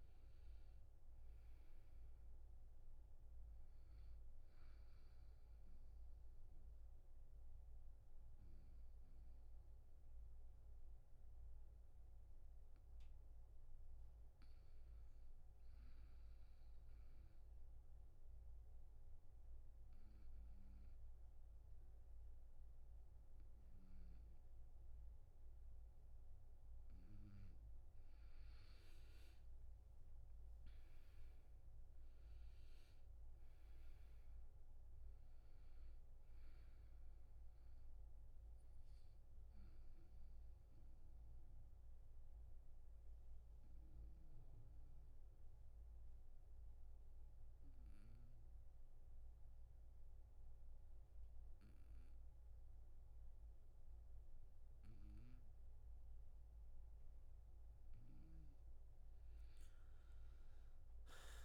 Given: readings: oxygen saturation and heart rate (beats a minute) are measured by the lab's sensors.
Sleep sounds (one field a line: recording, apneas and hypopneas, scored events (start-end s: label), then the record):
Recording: breathing in sleep, hard to hear, by a room microphone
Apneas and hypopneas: 2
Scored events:
0.00-13.00 s: oxygen desaturation (device-marked, oxygen 86% lowest, heart rate 72 extreme)
6.00-26.00 s: obstructive apnea (oxygen 100% before, 85% lowest, heart rate 79 before, 72 extreme, up 13 after)
27.00-48.00 s: oxygen desaturation (device-marked, oxygen 99% before, 86% lowest, heart rate 75 before, 75 extreme)
28.50-32.00 s: arousal
38.50-57.00 s: obstructive apnea (oxygen 99% before, 85% lowest, heart rate 80 before, 73 extreme, up 10 after)
59.00-61.45 s: arousal
60.00-61.45 s: oxygen desaturation (device-marked, oxygen 99% before, 85% lowest, heart rate 77 before, 72 extreme)
From the record:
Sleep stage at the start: N2 (light sleep)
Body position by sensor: on the back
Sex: male